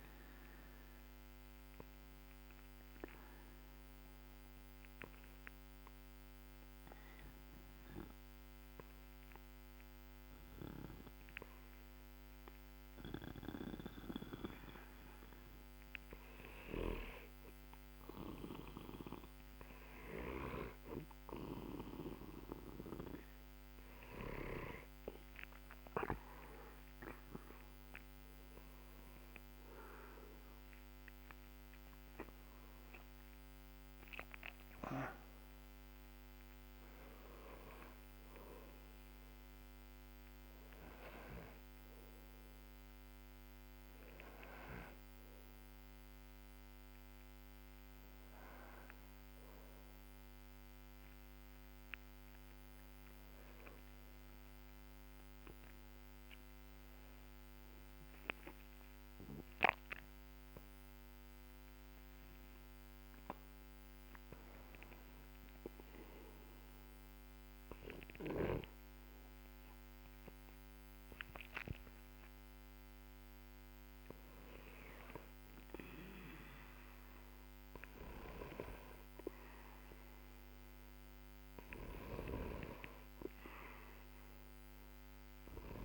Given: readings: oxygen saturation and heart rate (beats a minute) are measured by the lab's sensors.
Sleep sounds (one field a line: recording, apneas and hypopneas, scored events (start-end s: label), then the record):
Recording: a person partly awake in a sleep study, by a microphone on the trachea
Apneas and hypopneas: 1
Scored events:
18.00-85.85 s: new sleep stage, N1 (lightest sleep)
29.00-46.00 s: oxygen desaturation (device-marked, oxygen 97% before, 94% lowest, heart rate 56 before, 48 extreme)
56.50-72.50 s: hypopnea (oxygen 97% before, 93% lowest, heart rate 57 before, 49 extreme, up 9 after)
74.00-78.00 s: arousal
84.00-85.85 s: oxygen desaturation (device-marked, oxygen 96% before, 93% lowest, heart rate 62 before, 54 extreme)
From the record:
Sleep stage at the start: awake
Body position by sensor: on the back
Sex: male